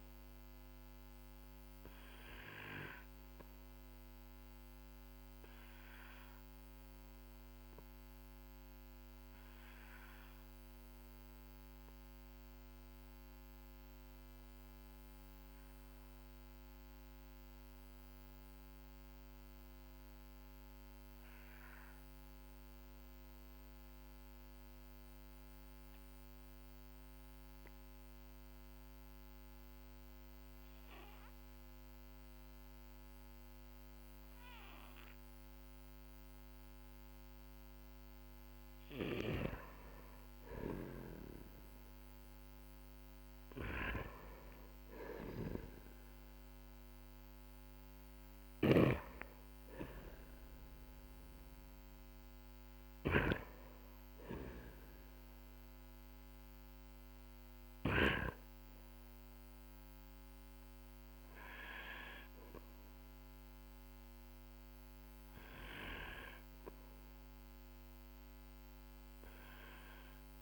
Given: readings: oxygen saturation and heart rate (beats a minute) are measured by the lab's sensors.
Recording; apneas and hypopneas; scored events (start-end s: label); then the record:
breathing in sleep by a microphone on the trachea; 1
14.50-37.00 s: obstructive apnea (oxygen 97% before, 93% lowest, heart rate 45 before, 49 extreme, up 0 after)
39.50-45.50 s: arousal
47.50-52.50 s: snoring (device-marked)
49.00-70.42 s: oxygen desaturation (device-marked, oxygen 97% before, 93% lowest, heart rate 54 before, 47 extreme)
From the record:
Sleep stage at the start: N2 (light sleep); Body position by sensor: on the back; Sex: male